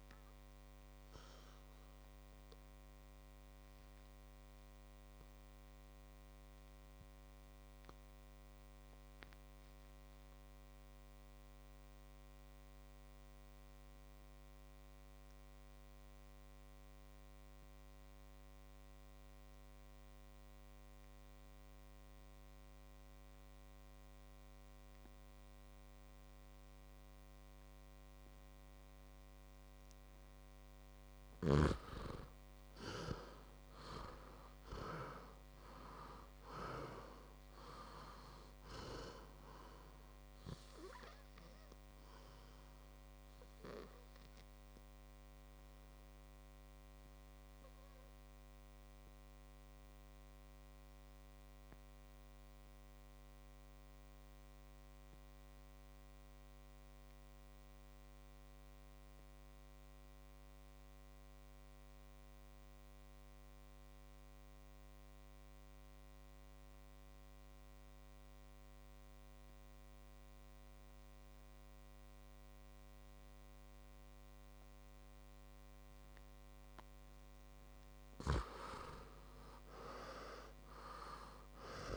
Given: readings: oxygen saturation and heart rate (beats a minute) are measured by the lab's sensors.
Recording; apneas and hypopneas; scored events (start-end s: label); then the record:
breathing in sleep by a microphone on the trachea; 2
0.00-15.50 s: oxygen desaturation (device-marked, oxygen 87% lowest, heart rate 55 extreme)
1.00-30.00 s: obstructive apnea (oxygen 99% before, 87% lowest, heart rate 62 before, 53 extreme, up 12 after)
27.50-58.50 s: oxygen desaturation (device-marked, oxygen 99% before, 88% lowest, heart rate 57 before, 53 extreme)
33.00-37.00 s: arousal
43.50-76.00 s: obstructive apnea (oxygen 100% before, 87% lowest, heart rate 63 before, 52 extreme, up 5 after)
72.50-81.97 s: oxygen desaturation (device-marked, oxygen 99% before, 87% lowest, heart rate 58 before, 52 extreme)
79.00-81.97 s: arousal
From the record:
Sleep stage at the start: N2 (light sleep); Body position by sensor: on the back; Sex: male